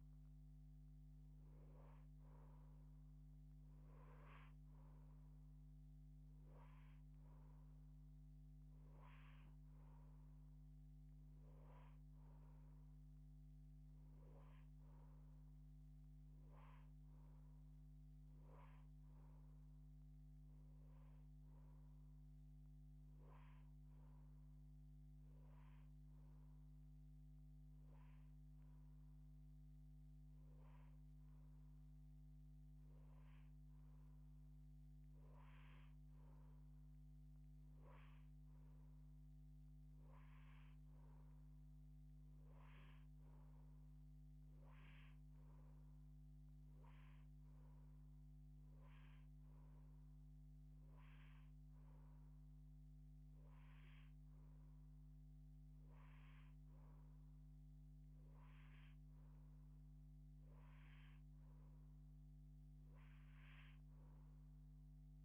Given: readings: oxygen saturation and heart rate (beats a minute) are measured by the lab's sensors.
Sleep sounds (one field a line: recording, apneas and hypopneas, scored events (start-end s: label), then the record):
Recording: breathing in sleep, hard to hear, by a microphone on the trachea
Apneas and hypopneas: none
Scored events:
none scored
From the record:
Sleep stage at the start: N2 (light sleep)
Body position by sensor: on the left side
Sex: female